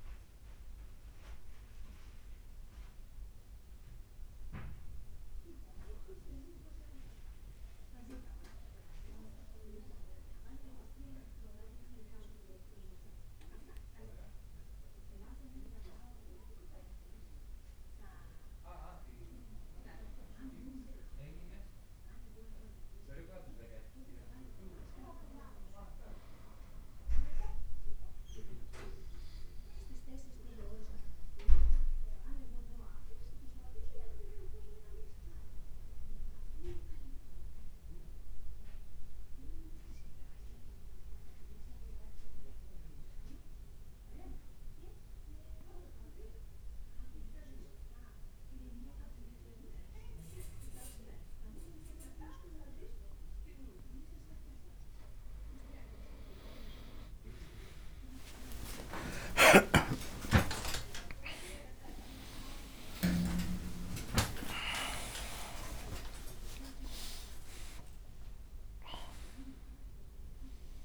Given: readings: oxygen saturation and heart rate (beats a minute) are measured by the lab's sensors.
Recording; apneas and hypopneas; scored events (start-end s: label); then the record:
breathing in sleep by a room microphone; 2
3.00-19.00 s: obstructive apnea (oxygen 97% before, 93% lowest, heart rate 58 before, 51 extreme, up 3 after)
10.00-70.00 s: new sleep stage, N2 (light sleep)
21.00-24.00 s: arousal
28.50-54.50 s: obstructive apnea (oxygen 98% before, 93% lowest, heart rate 52 before, 50 extreme)
36.00-46.00 s: oxygen desaturation (device-marked, oxygen 96% before, 93% lowest, heart rate 53 before, 50 extreme)
56.00-66.00 s: tachycardia (device-marked, heart rate 56 before, 209 extreme)
58.00-60.00 s: long interval between heartbeats (device-marked, heart rate 51 before, 69 extreme)
58.50-65.50 s: arousal
60.50-62.50 s: long interval between heartbeats (device-marked, heart rate 55 before, 123 extreme)
62.50-64.50 s: long interval between heartbeats (device-marked, heart rate 63 before, 172 extreme)
65.50-67.50 s: long interval between heartbeats (device-marked, heart rate 84 before, 146 extreme)
70.00-70.84 s: new sleep stage, N1 (lightest sleep)
From the record:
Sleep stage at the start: N1 (lightest sleep); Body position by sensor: on the back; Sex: male